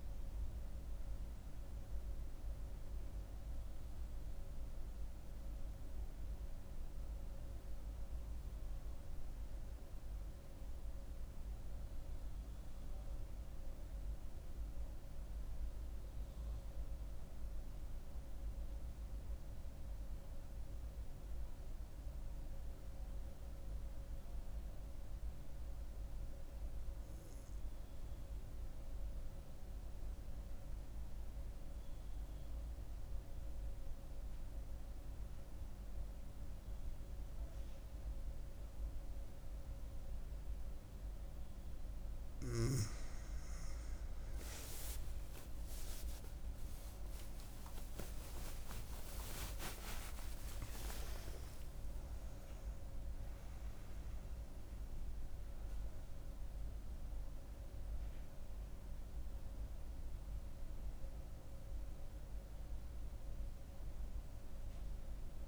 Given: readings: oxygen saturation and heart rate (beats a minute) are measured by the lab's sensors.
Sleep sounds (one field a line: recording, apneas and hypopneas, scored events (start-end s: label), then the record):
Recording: breathing in sleep, hard to hear, by a room microphone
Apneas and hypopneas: 1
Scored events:
0.00-5.00 s: oxygen desaturation (device-marked, oxygen 92% lowest, heart rate 63 extreme)
10.50-41.00 s: mixed apnea (oxygen 97% before, 91% lowest, heart rate 74 before, 63 extreme, up 28 after)
38.00-65.47 s: oxygen desaturation (device-marked, oxygen 98% before, 91% lowest, heart rate 66 before, 66 extreme)
44.50-50.50 s: arousal
From the record:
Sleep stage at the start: N2 (light sleep)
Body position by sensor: on the back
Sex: female